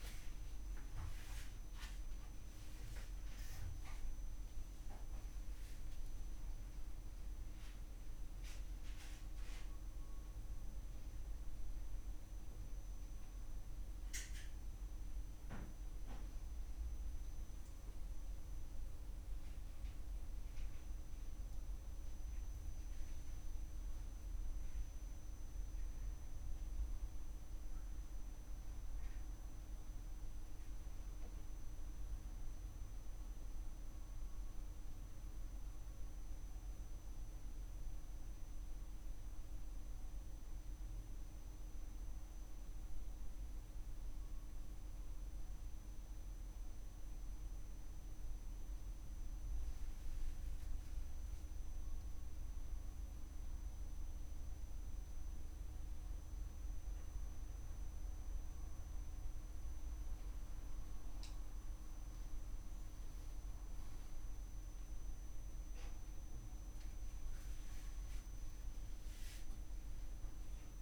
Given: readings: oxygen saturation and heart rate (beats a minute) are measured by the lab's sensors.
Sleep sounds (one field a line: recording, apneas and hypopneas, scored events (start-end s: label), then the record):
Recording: a person awake in a sleep study, hard to hear, by a room microphone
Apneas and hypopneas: none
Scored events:
0.00-8.50 s: oxygen desaturation (device-marked, oxygen 93% lowest, heart rate 56 extreme)
22.50-30.50 s: oxygen desaturation (device-marked, oxygen 100% before, 97% lowest, heart rate 60 before, 55 extreme)
67.50-70.82 s: oxygen desaturation (device-marked, oxygen 100% before, 96% lowest, heart rate 58 before, 56 extreme)
From the record:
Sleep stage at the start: awake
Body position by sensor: upright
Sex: male